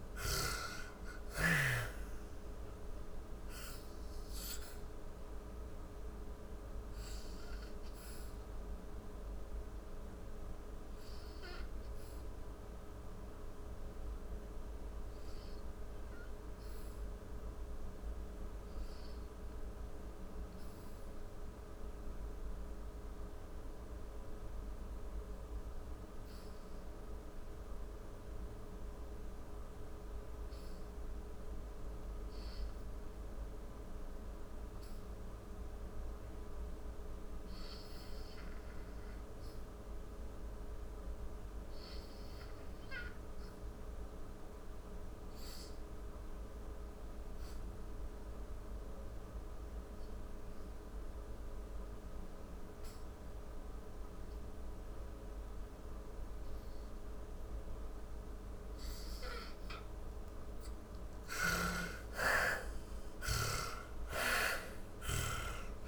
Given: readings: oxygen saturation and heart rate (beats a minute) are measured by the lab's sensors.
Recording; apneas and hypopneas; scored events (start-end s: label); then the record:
breathing in sleep by a room microphone; 1
0.00-1.00 s: arousal
3.00-26.00 s: oxygen desaturation (device-marked, oxygen 92% before, 72% lowest, heart rate 46 before, 33 extreme)
3.00-58.00 s: obstructive apnea (oxygen 97% before, 59% lowest, heart rate 46 before, 33 extreme, up 31 after)
31.00-65.88 s: oxygen desaturation (device-marked, oxygen 96% before, 59% lowest, heart rate 40 before, 35 extreme)
60.00-64.50 s: arousal
From the record:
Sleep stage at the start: REM sleep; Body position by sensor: on the back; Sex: female